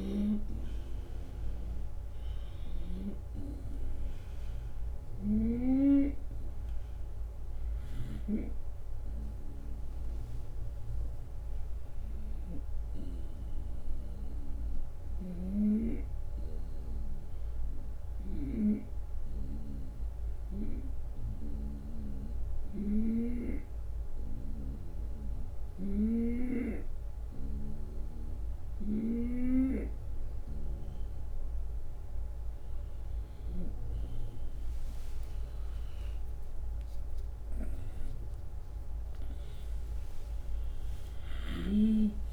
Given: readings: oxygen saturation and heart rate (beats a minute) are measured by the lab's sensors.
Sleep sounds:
breathing in sleep by a room microphone; 1
4.50-9.00 s: arousal
16.00-30.00 s: hypopnea (oxygen 94% before, 91% lowest)
26.00-29.50 s: snoring (device-marked)
34.50-39.00 s: arousal
35.50-37.50 s: long interval between heartbeats (device-marked)
From the record:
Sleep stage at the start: N2 (light sleep); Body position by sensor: on the right side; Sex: male

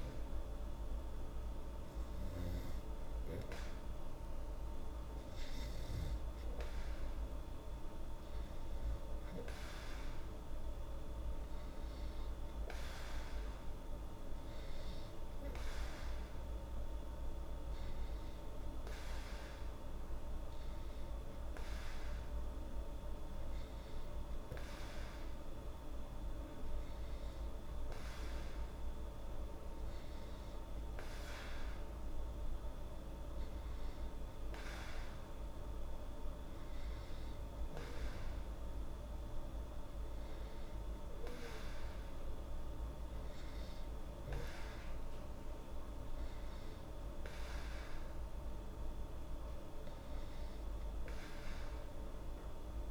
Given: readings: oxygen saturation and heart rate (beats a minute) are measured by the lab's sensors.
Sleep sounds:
breathing in sleep, hard to hear, by a room microphone; none
none scored
From the record:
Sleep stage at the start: N2 (light sleep); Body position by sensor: on the back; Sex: female

